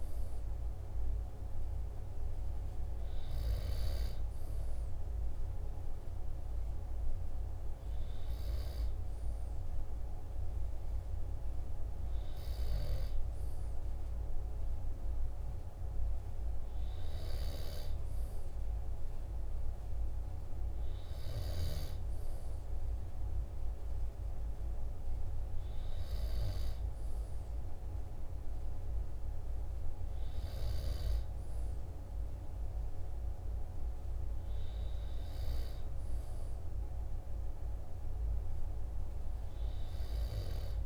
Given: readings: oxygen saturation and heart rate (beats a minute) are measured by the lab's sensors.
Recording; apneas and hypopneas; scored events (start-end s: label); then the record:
breathing in sleep, hard to hear, by a room microphone; none
none scored
From the record:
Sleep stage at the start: N2 (light sleep); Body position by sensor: on the back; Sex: male